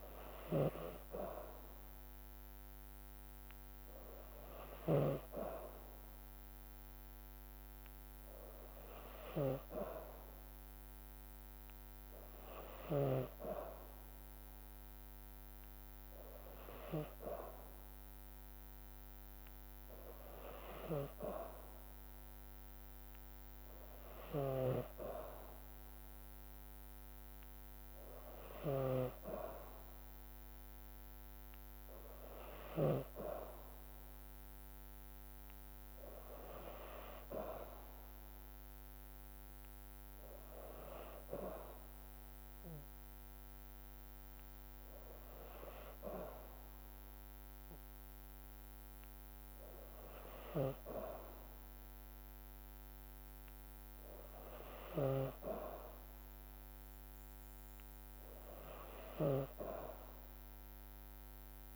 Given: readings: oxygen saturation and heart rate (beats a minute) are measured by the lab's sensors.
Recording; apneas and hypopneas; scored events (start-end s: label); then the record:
breathing in sleep by a microphone on the trachea; none
0.00-5.00 s: snoring (device-marked)
24.00-32.50 s: snoring (device-marked)
From the record:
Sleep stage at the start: N2 (light sleep); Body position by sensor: on the back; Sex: female